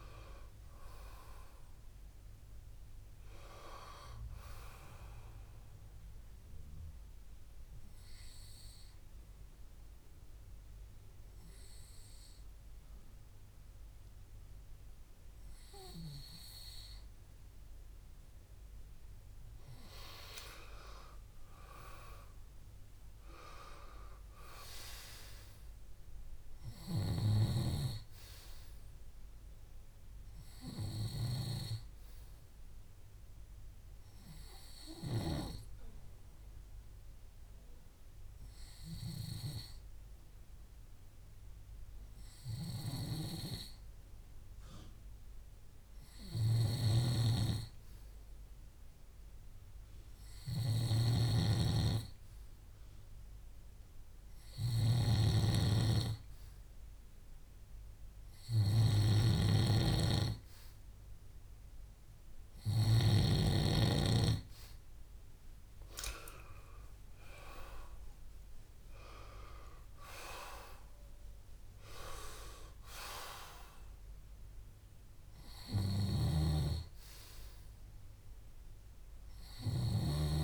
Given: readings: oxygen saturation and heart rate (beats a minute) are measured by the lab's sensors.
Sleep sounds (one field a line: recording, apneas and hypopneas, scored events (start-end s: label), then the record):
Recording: breathing in sleep by a room microphone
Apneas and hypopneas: 2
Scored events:
0.00-19.00 s: oxygen desaturation (device-marked, oxygen 91% lowest, heart rate 60 extreme)
6.00-17.50 s: hypopnea (oxygen 96% before, 92% lowest, heart rate 83 before, 60 extreme, up 9 after)
20.00-23.50 s: arousal
33.50-58.50 s: hypopnea (oxygen 99% before, 93% lowest, heart rate 65 before, 62 extreme, up 6 after)
46.50-63.50 s: snoring (device-marked)
57.00-80.43 s: oxygen desaturation (device-marked, oxygen 98% before, 93% lowest, heart rate 64 before, 63 extreme)
62.00-65.00 s: arousal
From the record:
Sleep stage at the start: N2 (light sleep)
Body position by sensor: on the back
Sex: male